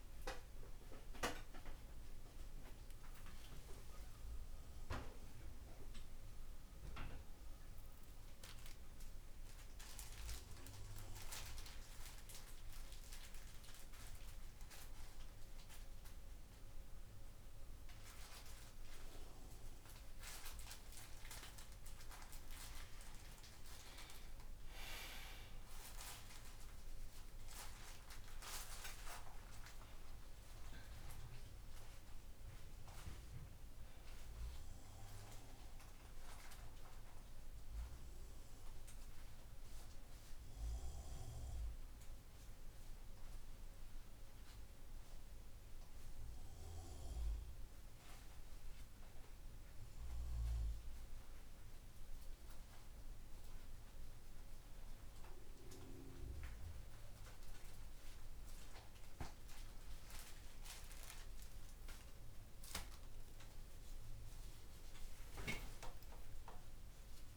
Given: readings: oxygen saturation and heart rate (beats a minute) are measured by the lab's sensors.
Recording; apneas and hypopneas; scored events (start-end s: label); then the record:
a person awake in a sleep study, by a room microphone; none
none scored
From the record:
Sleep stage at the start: awake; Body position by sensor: upright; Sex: male